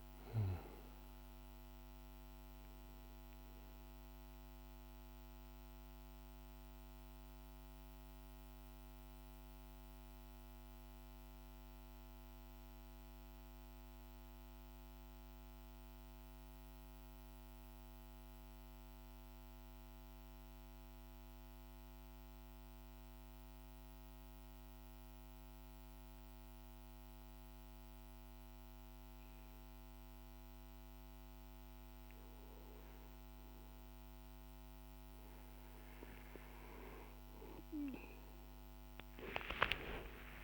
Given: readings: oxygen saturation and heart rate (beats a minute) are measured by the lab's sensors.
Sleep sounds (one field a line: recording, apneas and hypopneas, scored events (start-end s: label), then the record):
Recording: breathing in sleep, hard to hear, by a microphone on the trachea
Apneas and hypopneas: 1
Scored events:
0.00-10.50 s: oxygen desaturation (device-marked, oxygen 88% lowest, heart rate 47 extreme)
3.50-35.50 s: mixed apnea (oxygen 98% before, 89% lowest, heart rate 66 before, 50 extreme, up 5 after)
28.50-40.44 s: oxygen desaturation (device-marked, oxygen 99% before, 91% lowest, heart rate 51 before, 48 extreme)
38.00-40.44 s: arousal
From the record:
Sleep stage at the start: N2 (light sleep)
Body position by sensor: on the back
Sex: male